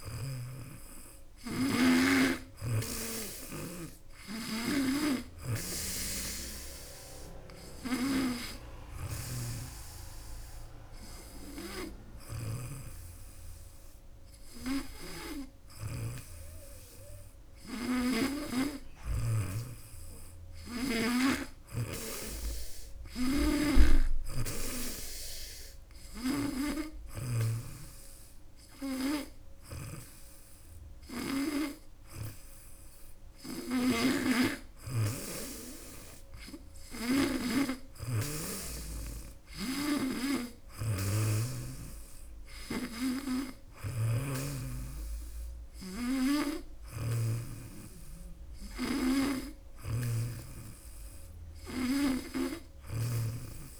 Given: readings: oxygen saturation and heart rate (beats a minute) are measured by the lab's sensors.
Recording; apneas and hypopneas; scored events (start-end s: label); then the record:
breathing in sleep by a room microphone; none
4.00-19.00 s: snoring (device-marked)
21.00-27.00 s: snoring (device-marked)
33.50-37.00 s: snoring (device-marked)
39.00-53.00 s: snoring (device-marked)
From the record:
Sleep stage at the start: N2 (light sleep); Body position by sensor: on the back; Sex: female